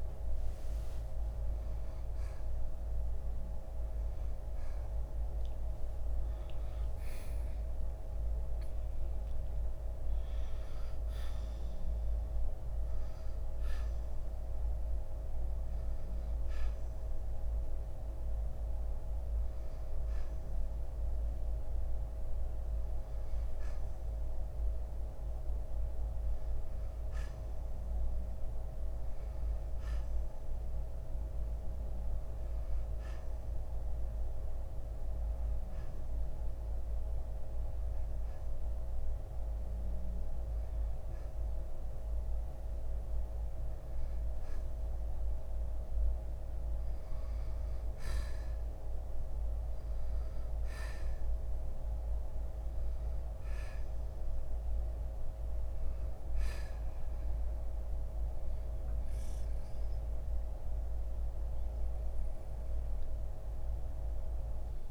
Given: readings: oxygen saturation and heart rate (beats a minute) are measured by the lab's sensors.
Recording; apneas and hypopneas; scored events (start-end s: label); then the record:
breathing in sleep, hard to hear, by a room microphone; 1
6.00-10.50 s: arousal
8.50-64.91 s: new sleep stage, N2 (light sleep)
33.50-44.50 s: hypopnea (oxygen 92% before, 87% lowest, heart rate 67 before, 53 extreme, up 1 after)
50.00-53.50 s: arousal
57.50-64.91 s: oxygen desaturation (device-marked, oxygen 92% before, 88% lowest, heart rate 69 before, 59 extreme)
From the record:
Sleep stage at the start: N1 (lightest sleep); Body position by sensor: on the right side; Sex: male